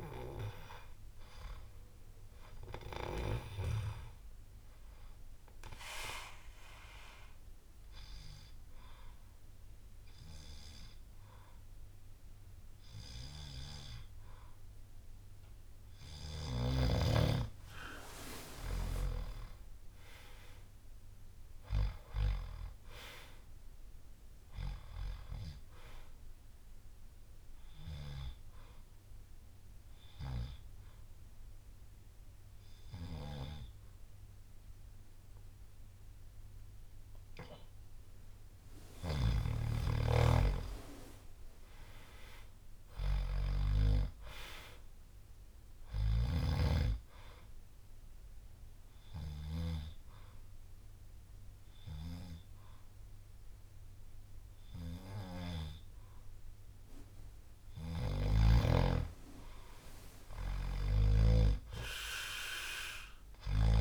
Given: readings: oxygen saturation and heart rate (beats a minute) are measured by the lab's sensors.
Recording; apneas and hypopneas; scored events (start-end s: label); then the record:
breathing in sleep by a room microphone; 3
0.00-7.00 s: drop in pulse transit time (device-marked, heart rate 66 extreme)
6.00-16.00 s: obstructive apnea (oxygen 97% before, 92% lowest, heart rate 64 before, 58 extreme, up 10 after)
8.00-15.00 s: bradycardia (device-marked, heart rate 66 before, 59 extreme)
19.50-23.00 s: arousal
26.00-32.00 s: bradycardia (device-marked, heart rate 65 before, 58 extreme)
29.50-40.00 s: obstructive apnea (oxygen 97% before, 92% lowest, heart rate 62 before, 60 extreme, up 12 after)
31.00-43.00 s: oxygen desaturation (device-marked, oxygen 97% before, 93% lowest, heart rate 62 before, 61 extreme)
39.00-47.00 s: drop in pulse transit time (device-marked, heart rate 62 before, 64 extreme)
42.00-45.00 s: arousal
48.00-58.00 s: obstructive apnea (oxygen 97% before, 92% lowest, heart rate 64 before, 59 extreme, up 9 after)
58.00-63.81 s: oxygen desaturation (device-marked, oxygen 96% before, 92% lowest, heart rate 65 before, 59 extreme)
60.50-63.81 s: snoring (device-marked)
61.00-63.81 s: arousal
From the record:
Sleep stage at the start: N2 (light sleep); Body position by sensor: on the back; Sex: male